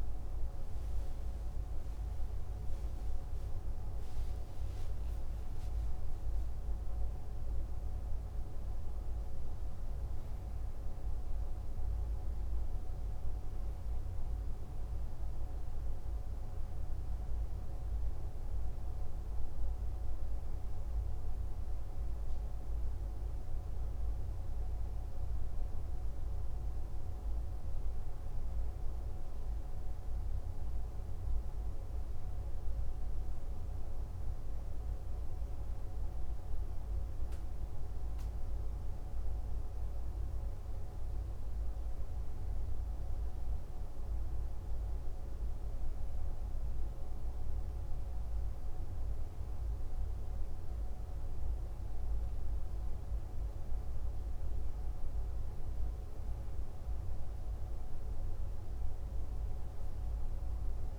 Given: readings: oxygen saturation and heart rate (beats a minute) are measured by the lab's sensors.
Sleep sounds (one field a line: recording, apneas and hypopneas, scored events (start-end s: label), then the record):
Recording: breathing in sleep, hard to hear, by a room microphone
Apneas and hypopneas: none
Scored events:
5.00-9.00 s: arousal
6.00-8.00 s: long interval between heartbeats (device-marked, heart rate 58 before, 72 extreme)
From the record:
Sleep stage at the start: N2 (light sleep)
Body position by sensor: on the left side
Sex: male